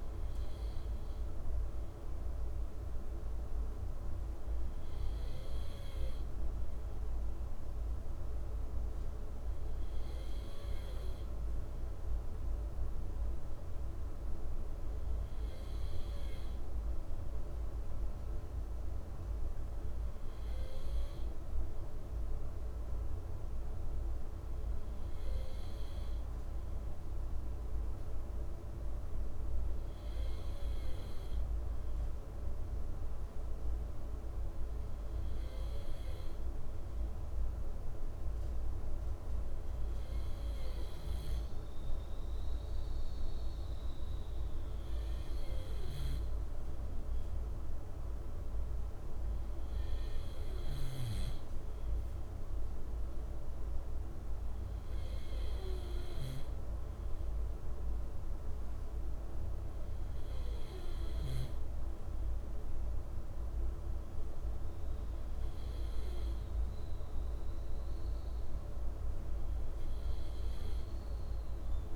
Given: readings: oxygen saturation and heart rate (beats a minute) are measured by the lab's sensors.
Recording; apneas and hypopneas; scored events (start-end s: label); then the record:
breathing in sleep, hard to hear, by a room microphone; none
none scored
From the record:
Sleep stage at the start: N2 (light sleep); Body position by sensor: on the left side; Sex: male